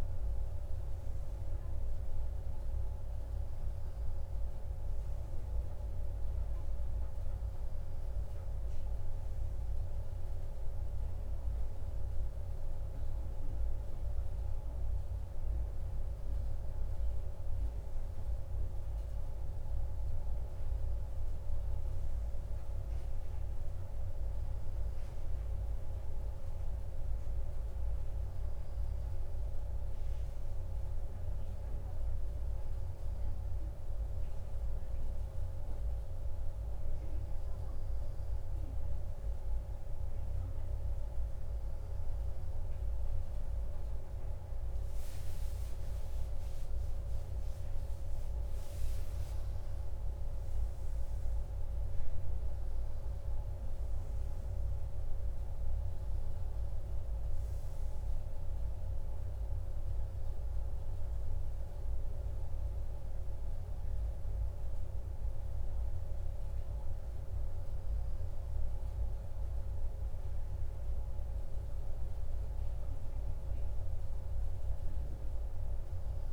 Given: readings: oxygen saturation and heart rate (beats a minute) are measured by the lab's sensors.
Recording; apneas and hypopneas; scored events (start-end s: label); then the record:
breathing in sleep, hard to hear, by a room microphone; none
none scored
From the record:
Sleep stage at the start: N1 (lightest sleep); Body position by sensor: on the right side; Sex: male